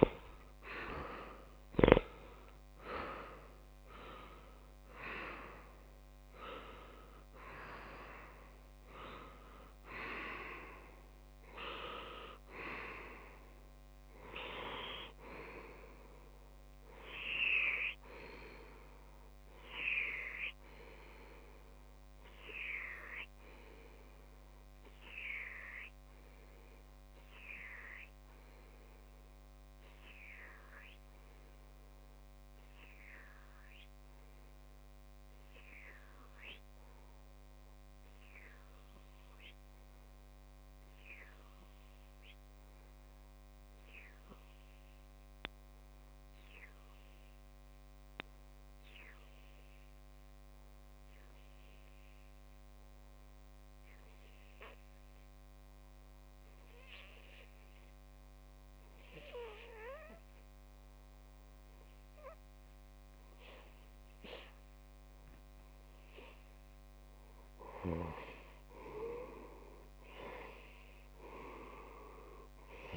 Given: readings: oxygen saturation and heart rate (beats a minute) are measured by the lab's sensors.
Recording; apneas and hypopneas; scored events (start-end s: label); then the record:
breathing in sleep by a microphone on the trachea; 1
0.00-3.00 s: arousal
0.00-13.50 s: oxygen desaturation (device-marked, oxygen 94% lowest)
23.00-64.00 s: obstructive apnea (oxygen 97% before, 90% lowest)
66.00-69.50 s: arousal
From the record:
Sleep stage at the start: N2 (light sleep); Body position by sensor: on the left side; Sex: male